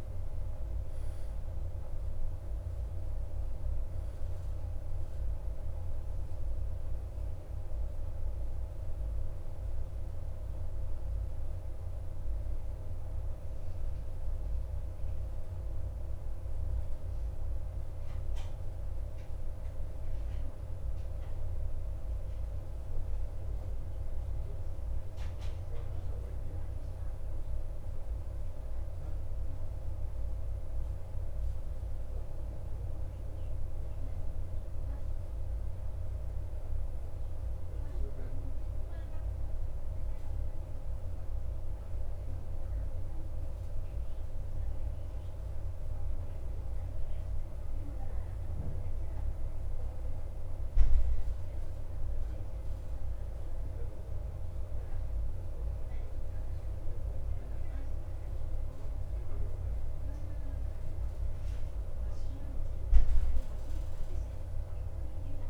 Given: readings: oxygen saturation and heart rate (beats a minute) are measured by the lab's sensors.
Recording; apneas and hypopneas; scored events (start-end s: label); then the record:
breathing in sleep, hard to hear, by a room microphone; 1
8.00-35.00 s: oxygen desaturation (device-marked, oxygen 98% before, 91% lowest, heart rate 56 before, 52 extreme)
19.50-49.00 s: obstructive apnea (oxygen 98% before, 91% lowest, heart rate 56 before, 52 extreme, up 2 after)
51.50-55.50 s: arousal
56.00-65.50 s: oxygen desaturation (device-marked, oxygen 98% before, 94% lowest, heart rate 53 before, 52 extreme)
From the record:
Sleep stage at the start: REM sleep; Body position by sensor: on the back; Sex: male